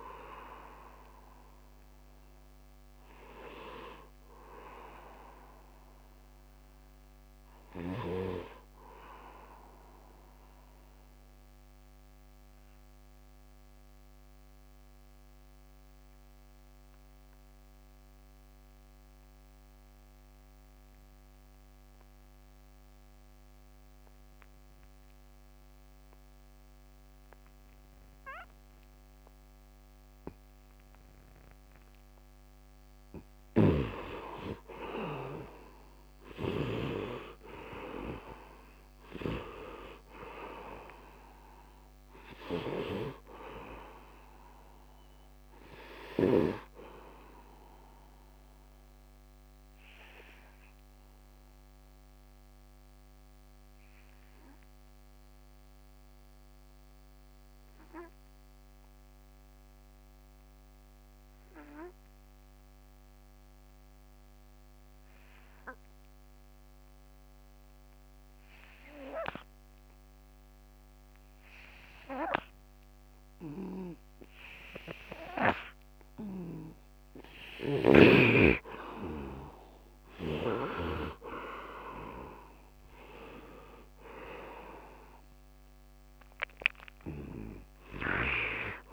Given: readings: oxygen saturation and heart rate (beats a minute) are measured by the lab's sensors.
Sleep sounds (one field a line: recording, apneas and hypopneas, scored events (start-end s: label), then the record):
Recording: breathing in sleep by a microphone on the trachea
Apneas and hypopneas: 2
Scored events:
0.00-8.00 s: oxygen desaturation (device-marked, oxygen 66% lowest, heart rate 70 extreme)
8.00-32.00 s: obstructive apnea (oxygen 79% before, 76% lowest, heart rate 81 before, 70 extreme, up 14 after)
30.00-59.00 s: oxygen desaturation (device-marked, oxygen 99% before, 76% lowest, heart rate 72 before, 72 extreme)
33.00-36.50 s: snoring (device-marked)
34.00-38.50 s: arousal
47.50-76.50 s: obstructive apnea (oxygen 99% before, 76% lowest, heart rate 80 before, 72 extreme, up 10 after)
71.00-88.93 s: oxygen desaturation (device-marked, oxygen 99% before, 76% lowest, heart rate 74 before, 70 extreme)
78.00-83.00 s: arousal
From the record:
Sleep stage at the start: N2 (light sleep)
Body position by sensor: on the right side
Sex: male